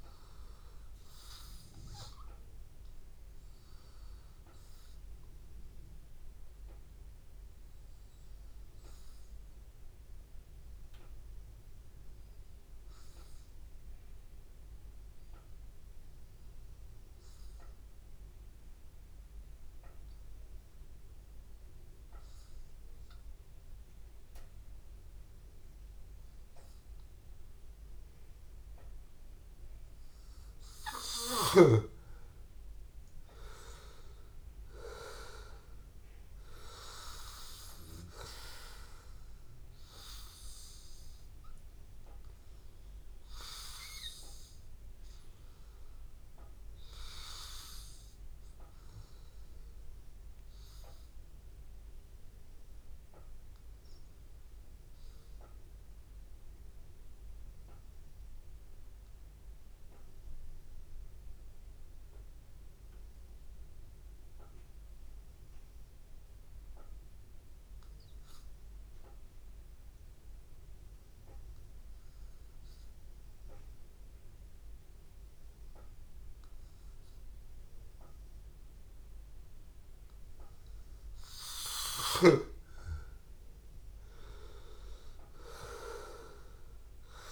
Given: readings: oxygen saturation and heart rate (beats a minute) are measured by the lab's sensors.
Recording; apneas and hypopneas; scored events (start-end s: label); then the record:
breathing in sleep by a room microphone; 2
0.00-16.00 s: oxygen desaturation (device-marked, oxygen 94% lowest, heart rate 81 extreme)
4.50-28.00 s: obstructive apnea (oxygen 98% before, 93% lowest, heart rate 82 before, 81 extreme, up 2 after)
31.00-35.00 s: arousal
33.00-55.00 s: oxygen desaturation (device-marked, oxygen 97% before, 93% lowest, heart rate 82 before, 81 extreme)
51.50-82.50 s: obstructive apnea (oxygen 97% before, 92% lowest, heart rate 83 before, 81 extreme, up 2 after)
75.00-87.32 s: oxygen desaturation (device-marked, oxygen 98% before, 92% lowest, heart rate 82 before, 81 extreme)
83.00-87.32 s: arousal
From the record:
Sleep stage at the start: N2 (light sleep); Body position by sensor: on the back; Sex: male